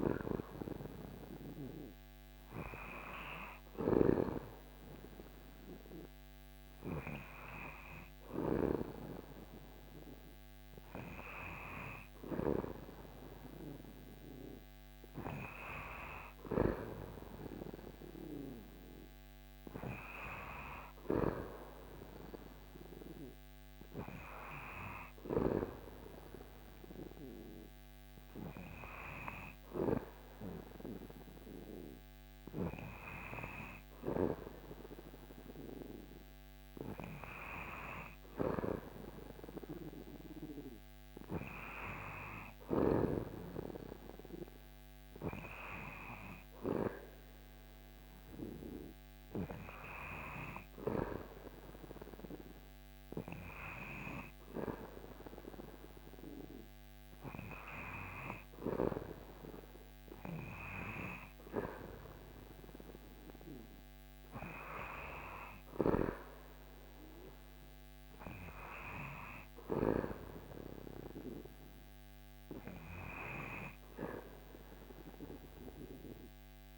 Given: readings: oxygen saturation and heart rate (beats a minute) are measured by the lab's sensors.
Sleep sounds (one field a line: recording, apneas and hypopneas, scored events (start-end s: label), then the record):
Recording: breathing in sleep by a microphone on the trachea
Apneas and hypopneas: none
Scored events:
none scored
From the record:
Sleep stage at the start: N2 (light sleep)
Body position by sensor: on the back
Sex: male